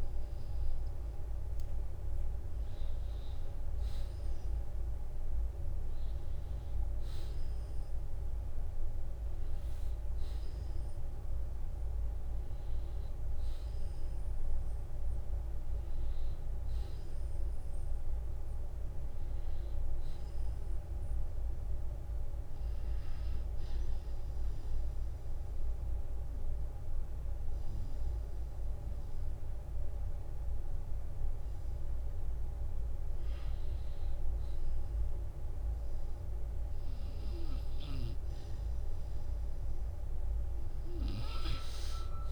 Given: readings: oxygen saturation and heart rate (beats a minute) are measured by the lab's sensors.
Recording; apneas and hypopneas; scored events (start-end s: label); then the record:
breathing in sleep, hard to hear, by a room microphone; 1
4.50-8.50 s: arousal
13.50-15.50 s: long interval between heartbeats (device-marked, heart rate 54 before, 60 extreme)
20.00-22.00 s: long interval between heartbeats (device-marked, heart rate 55 before, 65 extreme)
23.50-33.50 s: obstructive apnea (oxygen 93% before, 91% lowest, heart rate 56 before, 48 extreme, up 18 after)
39.50-42.32 s: arousal
From the record:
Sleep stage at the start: N2 (light sleep); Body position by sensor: on the back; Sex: male